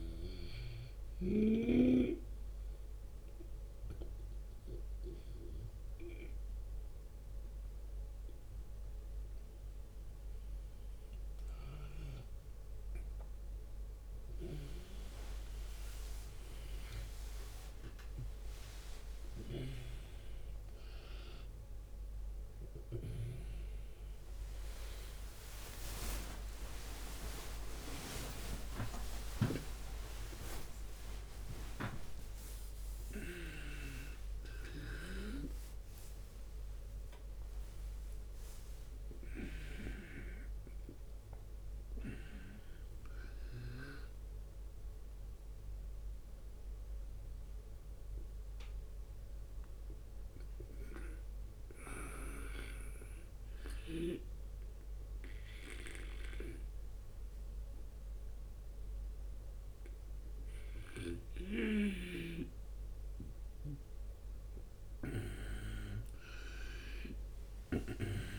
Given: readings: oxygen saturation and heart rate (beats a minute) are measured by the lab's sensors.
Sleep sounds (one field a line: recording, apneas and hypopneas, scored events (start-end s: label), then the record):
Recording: breathing in sleep by a room microphone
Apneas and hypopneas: 2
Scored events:
1.50-11.50 s: obstructive apnea (oxygen 93% before, 90% lowest)
13.50-19.00 s: arousal
16.00-18.00 s: long interval between heartbeats (device-marked)
28.00-58.00 s: new sleep stage, N1 (lightest sleep)
32.50-34.50 s: long interval between heartbeats (device-marked)
35.50-37.50 s: long interval between heartbeats (device-marked)
37.00-41.50 s: arousal
38.50-40.50 s: long interval between heartbeats (device-marked)
41.00-54.00 s: drop in pulse transit time (device-marked)
44.50-62.50 s: obstructive apnea (oxygen 95% before, 92% lowest, heart rate 36 before, 74 extreme, up 11 after)
46.00-48.00 s: long interval between heartbeats (device-marked, heart rate 41 before, 65 extreme)
58.00-68.39 s: new sleep stage, N2 (light sleep)
65.50-68.39 s: arousal
From the record:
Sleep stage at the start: N2 (light sleep)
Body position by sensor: on the back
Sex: male